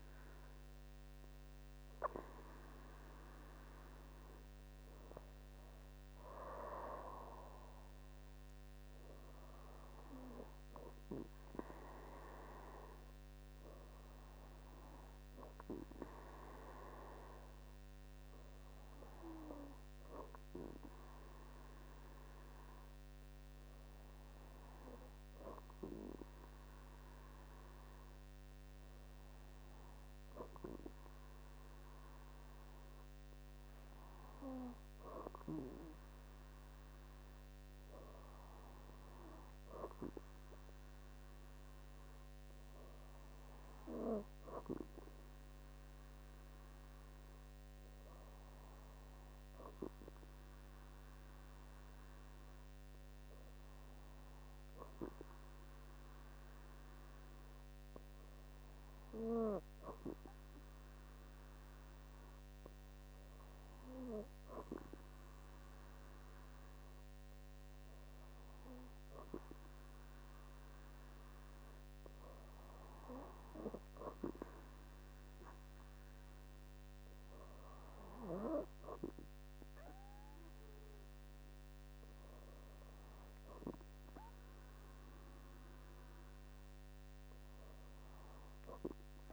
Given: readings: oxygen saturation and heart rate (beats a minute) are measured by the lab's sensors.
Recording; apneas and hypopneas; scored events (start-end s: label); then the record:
breathing in sleep by a microphone on the trachea; none
none scored
From the record:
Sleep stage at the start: N2 (light sleep); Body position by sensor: on the back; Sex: female